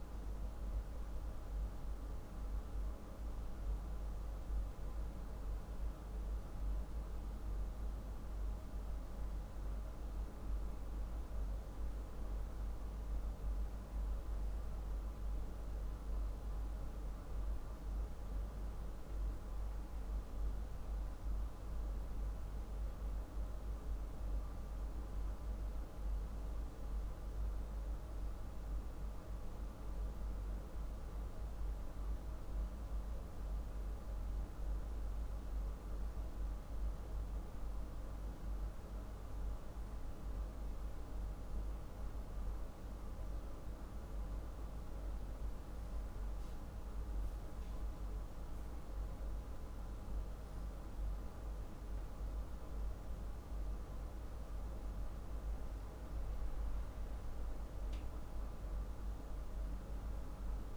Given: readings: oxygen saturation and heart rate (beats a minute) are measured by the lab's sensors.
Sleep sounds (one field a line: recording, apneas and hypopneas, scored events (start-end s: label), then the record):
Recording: breathing in sleep, hard to hear, by a room microphone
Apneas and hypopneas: none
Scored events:
none scored
From the record:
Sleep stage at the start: N2 (light sleep)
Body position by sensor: on the back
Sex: male